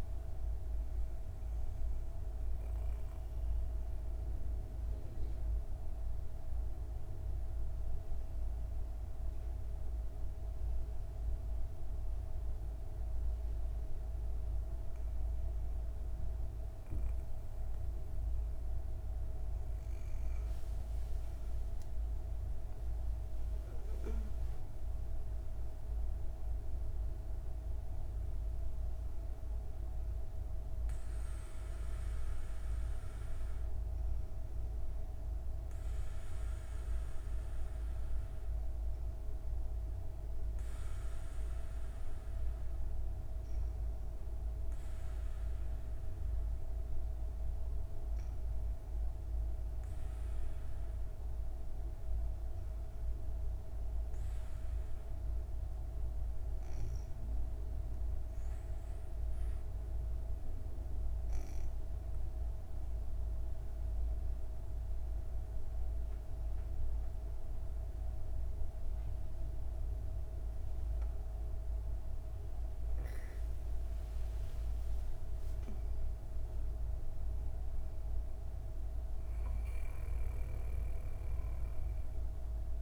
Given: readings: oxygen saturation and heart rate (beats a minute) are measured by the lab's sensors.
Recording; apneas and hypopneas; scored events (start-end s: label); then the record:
breathing in sleep, hard to hear, by a room microphone; 2
2.50-14.50 s: obstructive apnea (oxygen 96% before, 95% lowest, heart rate 58 before, 54 extreme, up 8 after)
20.00-23.50 s: arousal
57.50-69.50 s: obstructive apnea (oxygen 98% before, 95% lowest, heart rate 72 before, 57 extreme, up 15 after)
70.50-75.50 s: arousal
From the record:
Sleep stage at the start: N2 (light sleep); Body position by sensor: on the back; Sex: female